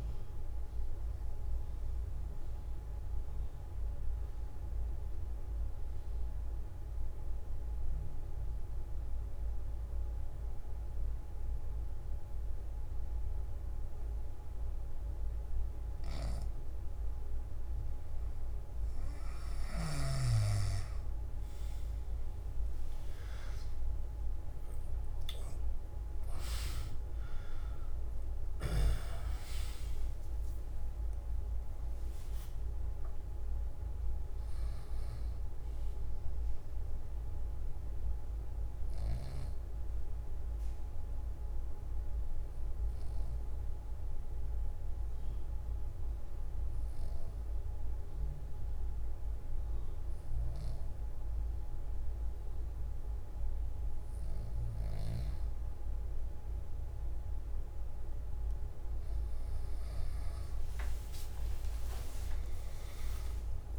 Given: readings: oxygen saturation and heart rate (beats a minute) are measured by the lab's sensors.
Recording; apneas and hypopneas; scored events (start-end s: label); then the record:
breathing in sleep by a room microphone; 2
2.00-19.00 s: mixed apnea (oxygen 97% before, 93% lowest, heart rate 34 before, 53 extreme, up 11 after)
33.00-50.00 s: oxygen desaturation (device-marked, oxygen 98% before, 93% lowest, heart rate 60 before, 53 extreme)
39.00-59.50 s: obstructive apnea (oxygen 98% before, 93% lowest, heart rate 64 before, 53 extreme, up 14 after)
From the record:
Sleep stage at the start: N1 (lightest sleep); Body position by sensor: on the back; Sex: male